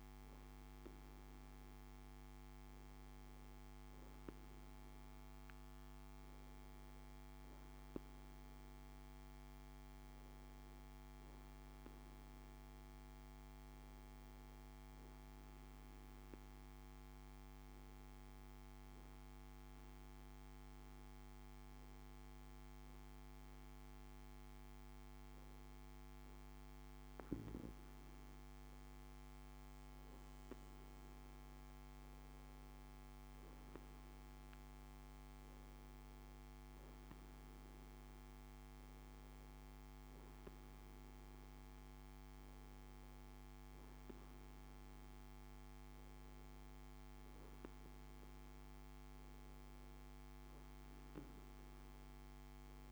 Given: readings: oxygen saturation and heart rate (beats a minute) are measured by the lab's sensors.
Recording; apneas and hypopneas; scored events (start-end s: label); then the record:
breathing in sleep, hard to hear, by a microphone on the trachea; none
none scored
From the record:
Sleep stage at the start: N2 (light sleep); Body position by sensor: on the back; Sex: male